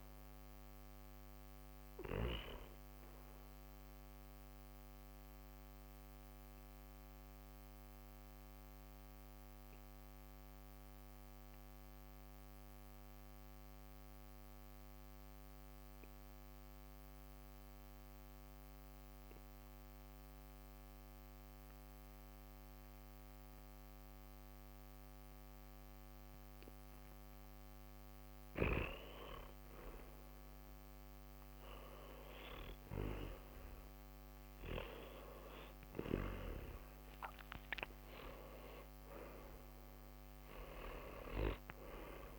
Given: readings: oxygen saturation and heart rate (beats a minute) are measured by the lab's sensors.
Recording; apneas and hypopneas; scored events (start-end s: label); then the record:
breathing in sleep by a microphone on the trachea; 1
5.00-29.00 s: mixed apnea (oxygen 96% before, 91% lowest, heart rate 66 before, 54 extreme, up 8 after)
32.00-37.50 s: arousal
38.00-42.39 s: oxygen desaturation (device-marked, oxygen 96% before, 91% lowest, heart rate 63 before, 48 extreme)
From the record:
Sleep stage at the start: N1 (lightest sleep); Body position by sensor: on the back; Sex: male